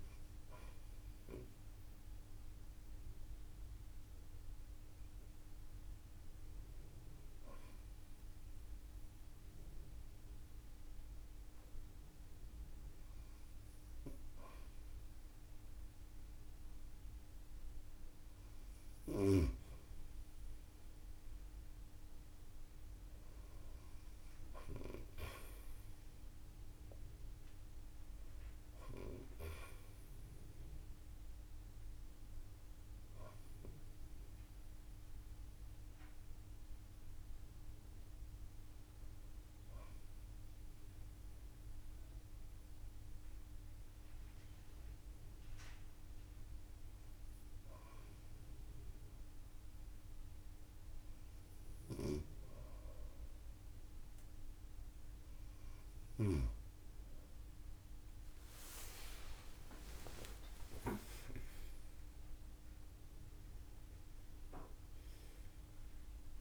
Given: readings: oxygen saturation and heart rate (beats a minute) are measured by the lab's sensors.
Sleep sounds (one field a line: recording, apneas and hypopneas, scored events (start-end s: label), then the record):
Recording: breathing in sleep by a room microphone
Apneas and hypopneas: 1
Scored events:
24.50-29.00 s: arousal
36.50-52.00 s: hypopnea (oxygen 94% before, 93% lowest)
56.00-60.00 s: arousal
58.50-60.50 s: long interval between heartbeats (device-marked)
61.00-63.00 s: long interval between heartbeats (device-marked)
From the record:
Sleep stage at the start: N2 (light sleep)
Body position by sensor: on the front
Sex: female